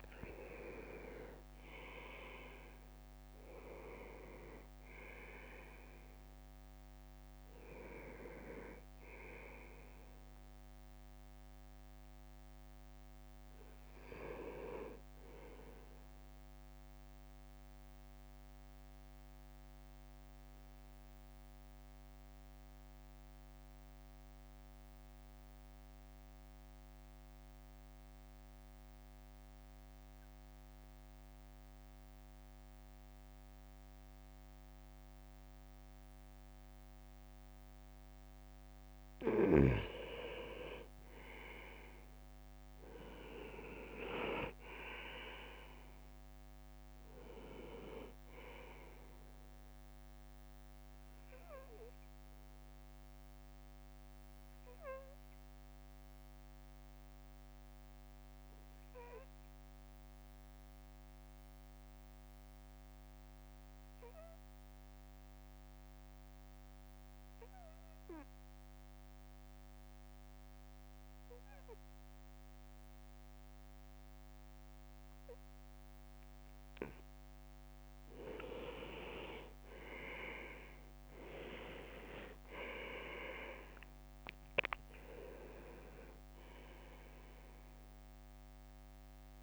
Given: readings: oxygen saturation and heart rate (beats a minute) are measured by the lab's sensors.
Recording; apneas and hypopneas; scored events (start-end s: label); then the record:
breathing in sleep by a microphone on the trachea; 2
0.00-2.50 s: leg movement (device-marked)
0.00-4.50 s: arousal
1.00-15.00 s: drop in pulse transit time (device-marked, heart rate 54 before, 53 extreme)
17.00-38.00 s: mixed apnea (oxygen 98% before, 95% lowest, heart rate 58 before, 54 extreme, up 4 after)
41.50-43.00 s: leg movement (device-marked)
42.00-46.00 s: arousal
43.00-57.00 s: drop in pulse transit time (device-marked, heart rate 55 before, 54 extreme)
52.00-76.00 s: obstructive apnea (oxygen 99% before, 96% lowest, heart rate 57 before, 53 extreme, up 5 after)
78.00-81.00 s: leg movement (device-marked)
79.50-83.50 s: arousal
82.00-89.43 s: drop in pulse transit time (device-marked, heart rate 55 before, 58 extreme)
From the record:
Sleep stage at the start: N2 (light sleep); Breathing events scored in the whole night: 399 in 4.6 hours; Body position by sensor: on the right side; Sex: male